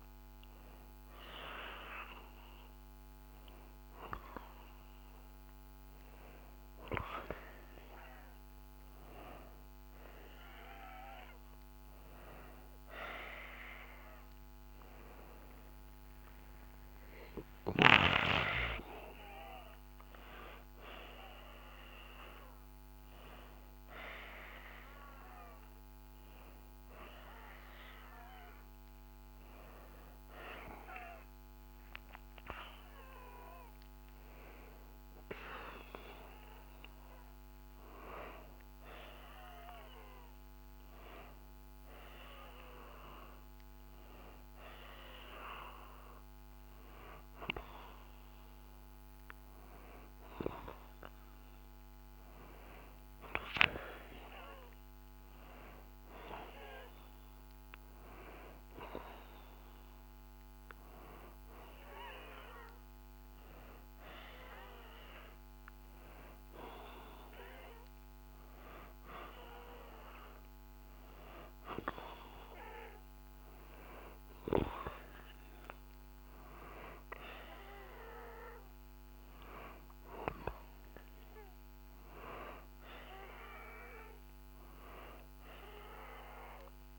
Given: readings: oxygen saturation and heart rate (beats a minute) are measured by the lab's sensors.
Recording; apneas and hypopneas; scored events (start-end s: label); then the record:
breathing in sleep by a microphone on the trachea; none
13.50-18.00 s: arousal
From the record:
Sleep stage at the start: N1 (lightest sleep); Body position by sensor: on the back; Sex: male